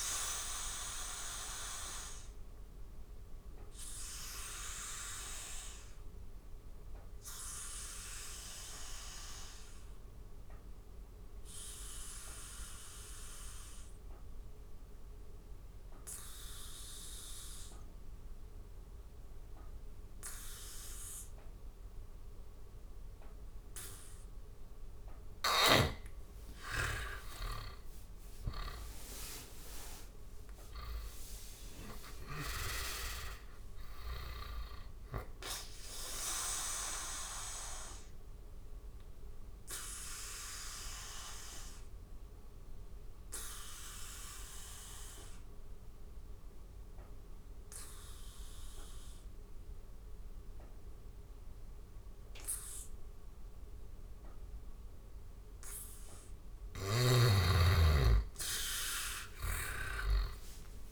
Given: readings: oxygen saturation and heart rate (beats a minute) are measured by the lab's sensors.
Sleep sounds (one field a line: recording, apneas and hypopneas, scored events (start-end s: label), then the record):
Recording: breathing in sleep by a room microphone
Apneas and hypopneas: 2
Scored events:
1.00-24.00 s: obstructive apnea (oxygen 98% before, 86% lowest, heart rate 80 before, 75 extreme, up 14 after)
3.50-21.50 s: oxygen desaturation (device-marked, oxygen 98% before, 88% lowest, heart rate 80 before, 75 extreme)
26.50-30.50 s: arousal
34.50-56.50 s: oxygen desaturation (device-marked, oxygen 95% before, 86% lowest, heart rate 80 before, 75 extreme)
36.50-54.00 s: obstructive apnea (oxygen 96% before, 85% lowest, heart rate 81 before, 76 extreme, up 8 after)
56.50-60.00 s: arousal
From the record:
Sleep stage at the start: N2 (light sleep)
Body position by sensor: on the back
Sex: male